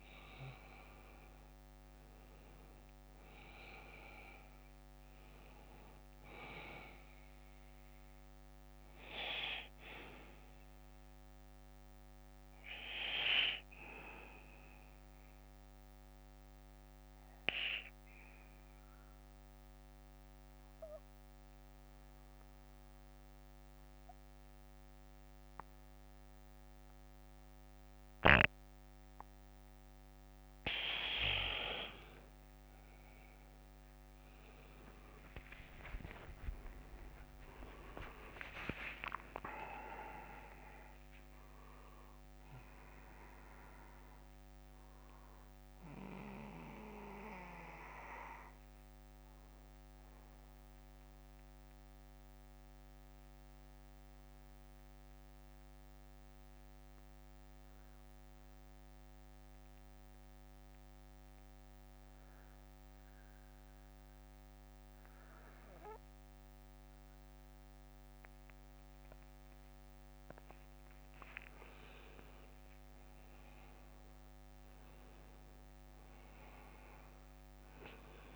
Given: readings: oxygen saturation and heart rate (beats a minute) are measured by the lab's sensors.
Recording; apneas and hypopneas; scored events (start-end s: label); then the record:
breathing in sleep by a microphone on the trachea; 2
9.00-12.00 s: bradycardia (device-marked, heart rate 61 before, 57 extreme)
10.00-32.50 s: obstructive apnea (oxygen 96% before, 91% lowest, heart rate 64 before, 50 extreme, up 20 after)
13.00-16.00 s: bradycardia (device-marked, heart rate 61 before, 53 extreme)
13.00-30.00 s: oxygen desaturation (device-marked, oxygen 94% before, 91% lowest, heart rate 64 before, 50 extreme)
17.00-21.00 s: bradycardia (device-marked, heart rate 61 before, 51 extreme)
35.50-40.00 s: arousal
47.00-69.00 s: bradycardia (device-marked, heart rate 62 before, 49 extreme)
53.00-71.50 s: obstructive apnea (oxygen 97% before, 91% lowest, heart rate 69 before, 52 extreme, up 13 after)
74.00-77.50 s: arousal
From the record:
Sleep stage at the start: N2 (light sleep); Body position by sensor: on the back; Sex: male